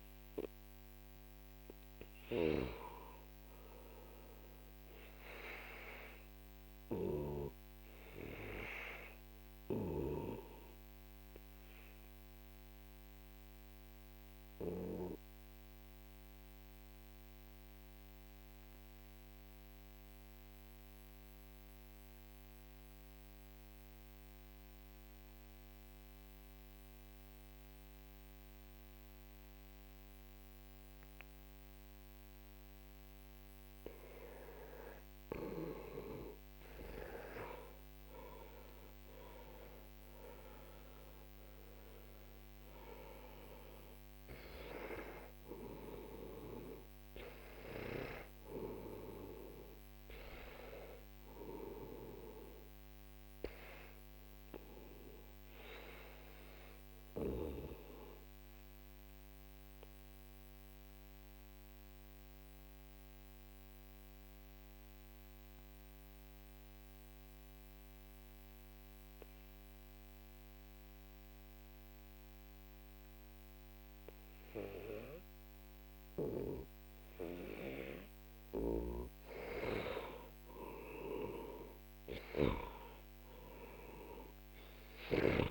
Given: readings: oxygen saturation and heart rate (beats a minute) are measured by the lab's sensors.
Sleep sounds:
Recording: breathing in sleep by a microphone on the trachea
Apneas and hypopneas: 2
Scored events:
0.00-2.50 s: arousal
12.00-35.00 s: mixed apnea (oxygen 98% before, 88% lowest, heart rate 57 before, 49 extreme, up 14 after)
36.50-60.50 s: oxygen desaturation (device-marked, oxygen 94% before, 88% lowest, heart rate 51 before, 48 extreme)
37.00-41.00 s: arousal
59.00-77.50 s: mixed apnea (oxygen 94% before, 90% lowest, heart rate 58 before, 48 extreme, up 11 after)
79.50-85.50 s: oxygen desaturation (device-marked, oxygen 98% before, 92% lowest, heart rate 51 before, 47 extreme)
80.00-85.00 s: arousal
From the record:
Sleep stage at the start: REM sleep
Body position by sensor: on the back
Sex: male

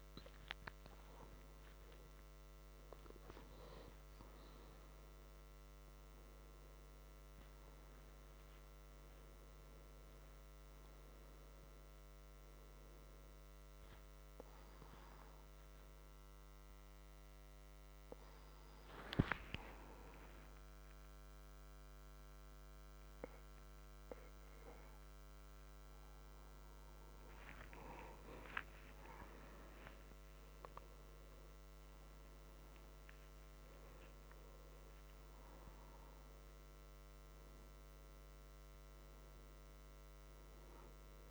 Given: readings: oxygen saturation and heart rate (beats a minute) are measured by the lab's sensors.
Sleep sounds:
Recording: a person awake in a sleep study, by a microphone on the trachea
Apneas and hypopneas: none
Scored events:
none scored
From the record:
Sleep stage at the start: awake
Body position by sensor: on the back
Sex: male

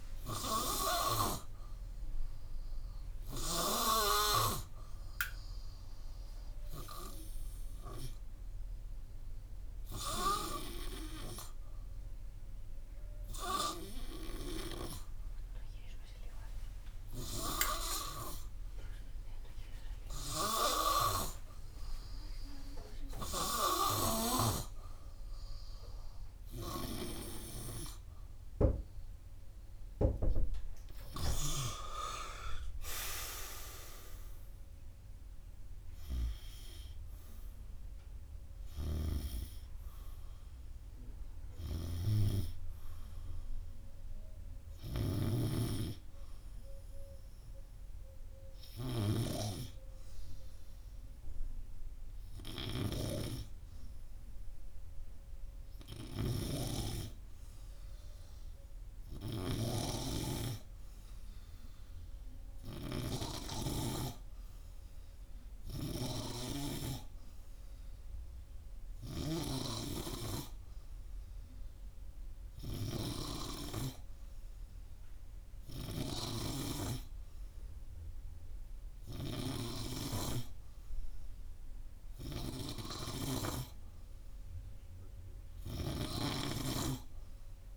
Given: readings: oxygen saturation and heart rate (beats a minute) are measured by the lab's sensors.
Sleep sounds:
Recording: breathing in sleep by a room microphone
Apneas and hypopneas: 1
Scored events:
32.50-35.50 s: arousal
41.00-56.00 s: oxygen desaturation (device-marked, oxygen 96% before, 93% lowest, heart rate 84 before, 84 extreme)
51.00-67.00 s: hypopnea (oxygen 96% before, 94% lowest, heart rate 86 before, 82 extreme)
69.50-73.50 s: arousal
From the record:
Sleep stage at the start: N3 (deep sleep)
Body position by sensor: on the right side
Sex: male

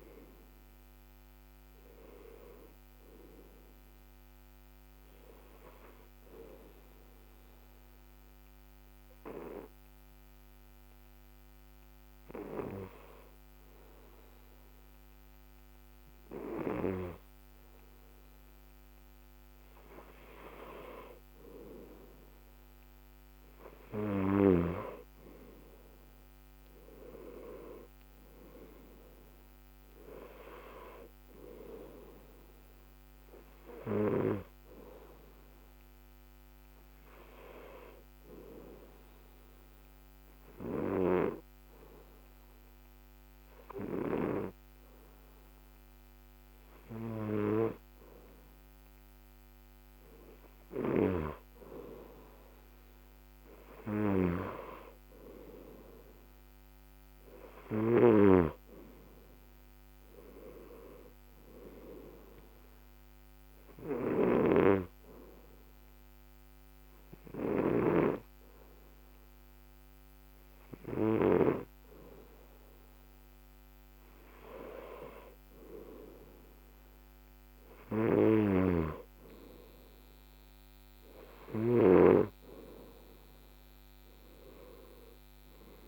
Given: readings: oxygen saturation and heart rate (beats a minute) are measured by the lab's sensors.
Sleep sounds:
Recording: breathing in sleep by a microphone on the trachea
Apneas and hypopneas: 3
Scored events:
0.00-8.00 s: oxygen desaturation (device-marked, oxygen 91% lowest, heart rate 70 extreme)
4.00-19.00 s: obstructive apnea (oxygen 94% before, 90% lowest, heart rate 78 before, 70 extreme, up 0 after)
22.00-25.50 s: arousal
23.00-46.00 s: oxygen desaturation (device-marked, oxygen 95% before, 90% lowest, heart rate 73 before, 73 extreme)
34.00-48.00 s: hypopnea (oxygen 96% before, 90% lowest, heart rate 72 before, 74 extreme, up 1 after)
51.00-55.00 s: arousal
64.00-74.50 s: hypopnea (oxygen 95% before, 90% lowest, heart rate 76 before, 72 extreme, up 2 after)
78.00-82.50 s: arousal
From the record:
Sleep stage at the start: N2 (light sleep)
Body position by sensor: on the back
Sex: male

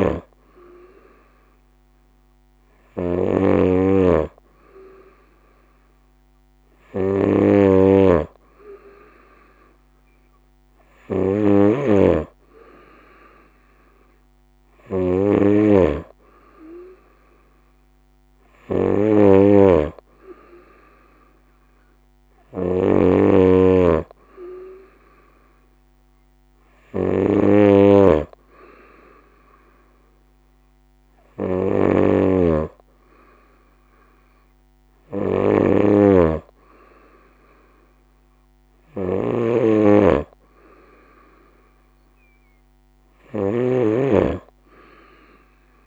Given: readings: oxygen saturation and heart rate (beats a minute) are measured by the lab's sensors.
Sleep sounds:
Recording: breathing in sleep by a microphone on the trachea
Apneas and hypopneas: none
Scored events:
0.00-45.87 s: snoring (device-marked)
From the record:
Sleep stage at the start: N2 (light sleep)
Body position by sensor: on the right side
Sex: female

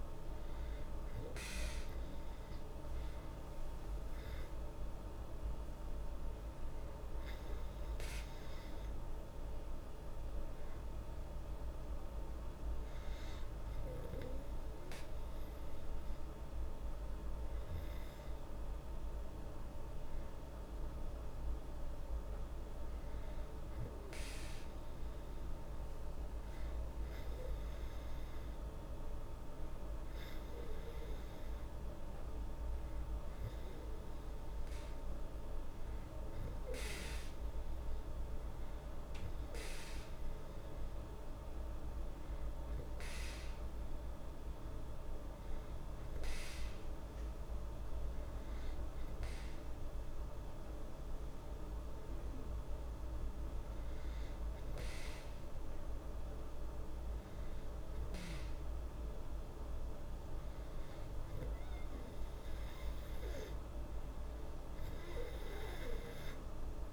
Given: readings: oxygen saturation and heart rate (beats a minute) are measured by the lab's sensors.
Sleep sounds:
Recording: breathing in sleep, hard to hear, by a room microphone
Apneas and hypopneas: none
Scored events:
none scored
From the record:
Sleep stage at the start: N2 (light sleep)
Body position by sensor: on the back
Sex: female

